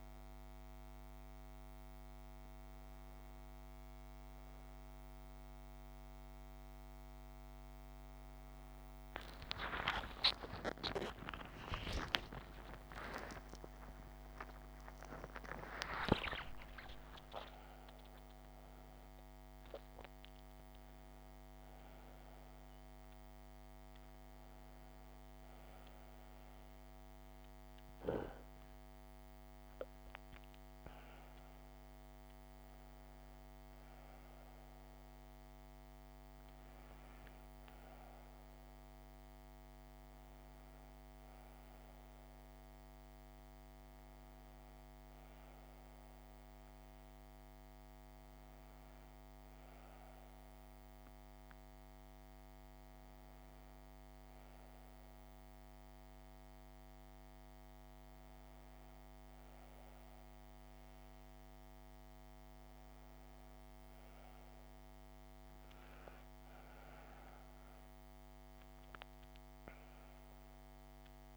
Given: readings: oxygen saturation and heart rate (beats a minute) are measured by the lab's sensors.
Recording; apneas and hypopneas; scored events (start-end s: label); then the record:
a person awake in a sleep study, by a microphone on the trachea; none
5.00-71.37 s: new sleep stage, awake
From the record:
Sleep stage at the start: N1 (lightest sleep); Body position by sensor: on the back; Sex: female